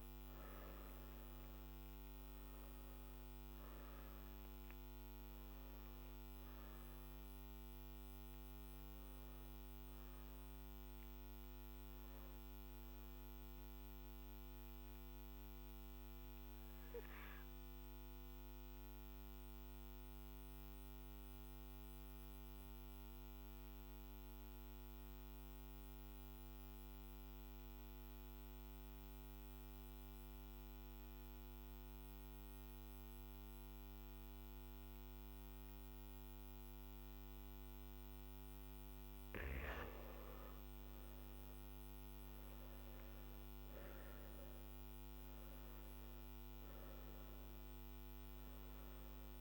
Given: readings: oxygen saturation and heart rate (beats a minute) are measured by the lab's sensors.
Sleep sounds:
breathing in sleep, hard to hear, by a microphone on the trachea; 1
0.00-18.50 s: oxygen desaturation (device-marked, oxygen 92% lowest, heart rate 43 extreme)
12.50-38.50 s: obstructive apnea (oxygen 97% before, 93% lowest, heart rate 53 before, 43 extreme, up 9 after)
From the record:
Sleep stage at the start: N3 (deep sleep); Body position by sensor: on the back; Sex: male

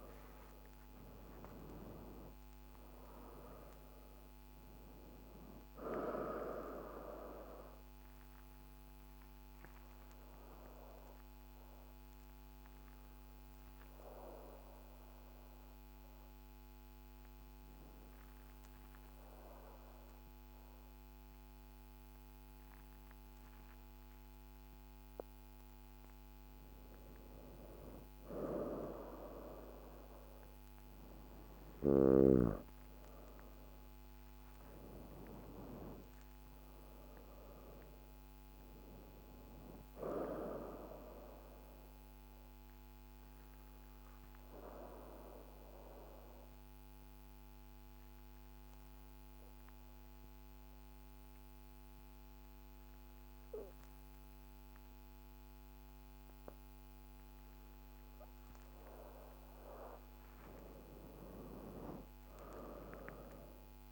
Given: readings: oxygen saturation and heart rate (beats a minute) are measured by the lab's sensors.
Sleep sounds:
breathing in sleep by a microphone on the trachea; 2
0.00-1.00 s: arousal
0.00-20.50 s: oxygen desaturation (device-marked, oxygen 82% lowest, heart rate 53 extreme)
7.00-25.00 s: obstructive apnea (oxygen 98% before, 82% lowest, heart rate 54 before, 51 extreme, up 3 after)
27.00-30.50 s: arousal
27.50-54.50 s: oxygen desaturation (device-marked, oxygen 98% before, 88% lowest, heart rate 54 before, 50 extreme)
42.50-58.00 s: obstructive apnea (oxygen 98% before, 83% lowest, heart rate 55 before, 50 extreme, up 9 after)
60.00-63.91 s: arousal
From the record:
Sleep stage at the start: N2 (light sleep); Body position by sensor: on the back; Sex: female

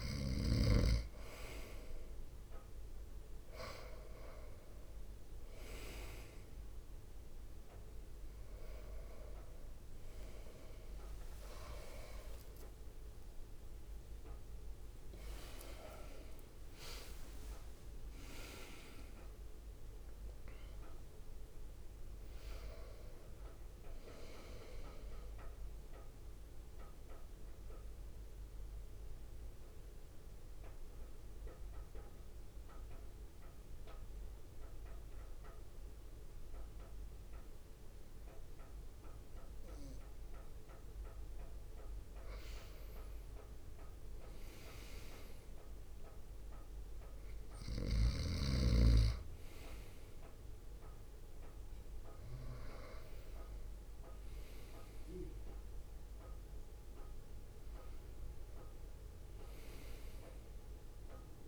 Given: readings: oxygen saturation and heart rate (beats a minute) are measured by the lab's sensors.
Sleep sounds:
breathing in sleep by a room microphone; 1
0.00-9.50 s: drop in pulse transit time (device-marked, heart rate 60 extreme)
10.50-14.50 s: arousal
16.50-29.50 s: drop in pulse transit time (device-marked, heart rate 65 before, 68 extreme)
25.50-42.00 s: mixed apnea (oxygen 97% before, 95% lowest, heart rate 69 before, 54 extreme, up 6 after)
44.50-60.50 s: drop in pulse transit time (device-marked, heart rate 63 before, 54 extreme)
45.00-48.50 s: arousal
From the record:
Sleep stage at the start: N2 (light sleep); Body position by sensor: on the front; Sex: male

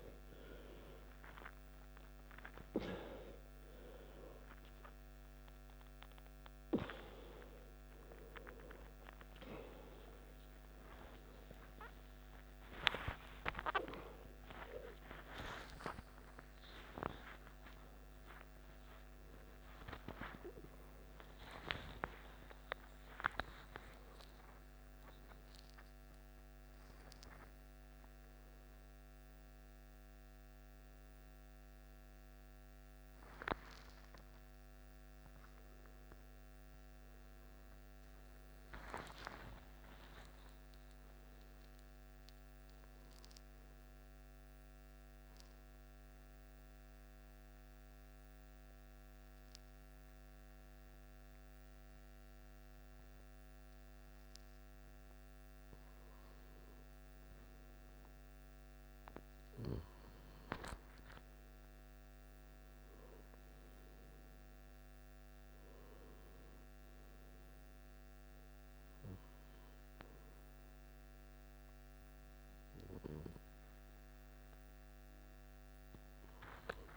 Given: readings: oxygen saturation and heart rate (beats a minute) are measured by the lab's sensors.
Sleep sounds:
a person awake in a sleep study, by a microphone on the trachea; none
9.00-17.00 s: tachycardia (device-marked, heart rate 60 before, 157 extreme)
13.00-15.00 s: long interval between heartbeats (device-marked, heart rate 67 before, 123 extreme)
16.00-18.00 s: long interval between heartbeats (device-marked, heart rate 78 before, 150 extreme)
39.50-41.50 s: long interval between heartbeats (device-marked, heart rate 76 before, 84 extreme)
60.00-76.97 s: new sleep stage, N1 (lightest sleep)
66.00-76.00 s: oxygen desaturation (device-marked, oxygen 97% before, 94% lowest, heart rate 61 before, 57 extreme)
From the record:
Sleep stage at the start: awake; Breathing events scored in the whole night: 244 in 3.9 hours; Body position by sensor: on the back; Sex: male

